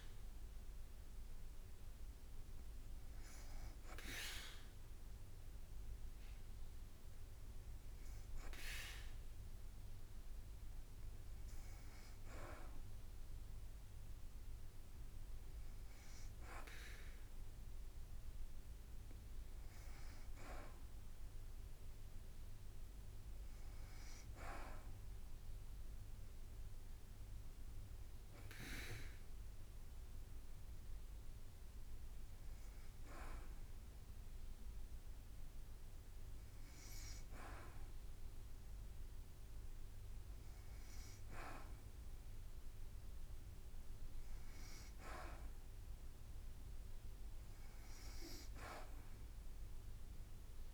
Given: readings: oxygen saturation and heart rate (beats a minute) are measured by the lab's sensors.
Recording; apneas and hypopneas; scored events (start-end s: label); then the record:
breathing in sleep by a room microphone; 1
28.50-40.00 s: hypopnea (oxygen 96% before, 93% lowest, heart rate 54 before, 55 extreme, up 1 after)
29.00-42.00 s: drop in pulse transit time (device-marked, heart rate 55 before, 55 extreme)
From the record:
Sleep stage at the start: N2 (light sleep); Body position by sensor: on the back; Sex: female